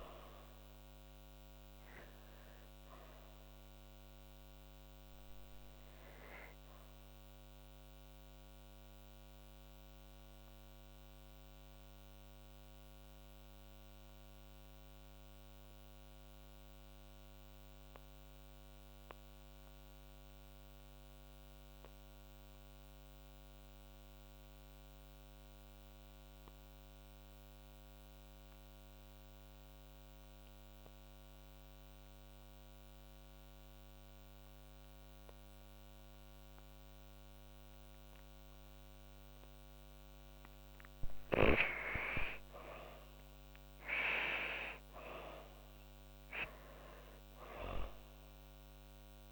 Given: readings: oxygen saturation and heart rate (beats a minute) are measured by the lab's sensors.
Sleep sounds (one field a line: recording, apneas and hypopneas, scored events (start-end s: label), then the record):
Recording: breathing in sleep by a microphone on the trachea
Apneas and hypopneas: 1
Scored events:
0.00-25.00 s: oxygen desaturation (device-marked, oxygen 83% lowest)
6.50-38.50 s: obstructive apnea (oxygen 99% before, 83% lowest)
40.50-45.00 s: arousal
41.00-49.31 s: oxygen desaturation (device-marked, oxygen 99% before, 84% lowest)
From the record:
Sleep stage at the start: N2 (light sleep)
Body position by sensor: on the back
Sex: female